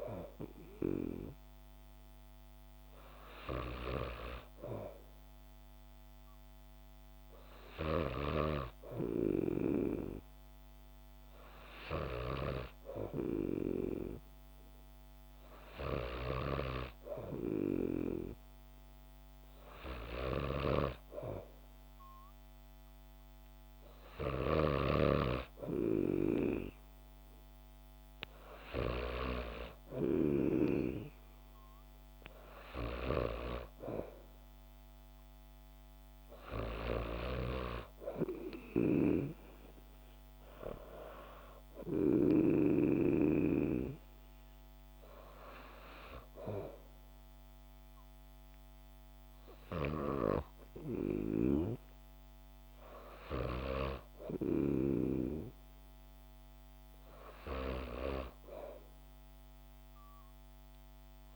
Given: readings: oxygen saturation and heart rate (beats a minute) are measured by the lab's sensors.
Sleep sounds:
breathing in sleep by a microphone on the trachea; none
16.50-31.00 s: snoring (device-marked)
From the record:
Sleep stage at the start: N2 (light sleep); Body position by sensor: on the back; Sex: female

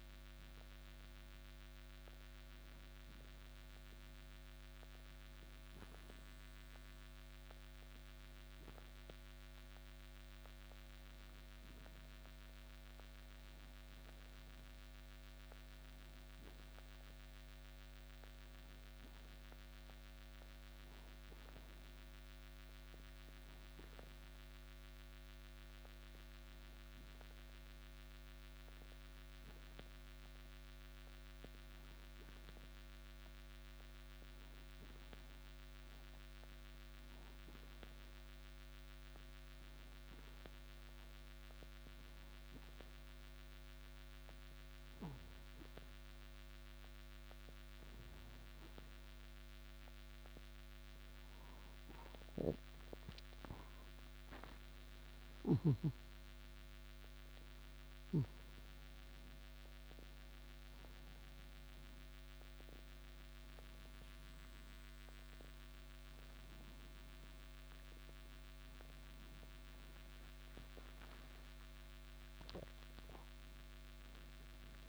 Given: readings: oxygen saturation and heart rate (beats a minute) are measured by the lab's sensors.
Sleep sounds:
breathing in sleep, hard to hear, by a microphone on the trachea; 1
40.00-52.00 s: hypopnea (oxygen 95% before, 91% lowest, heart rate 139 before, 49 extreme)
56.00-62.00 s: arousal
From the record:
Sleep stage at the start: N2 (light sleep); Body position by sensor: on the right side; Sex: male

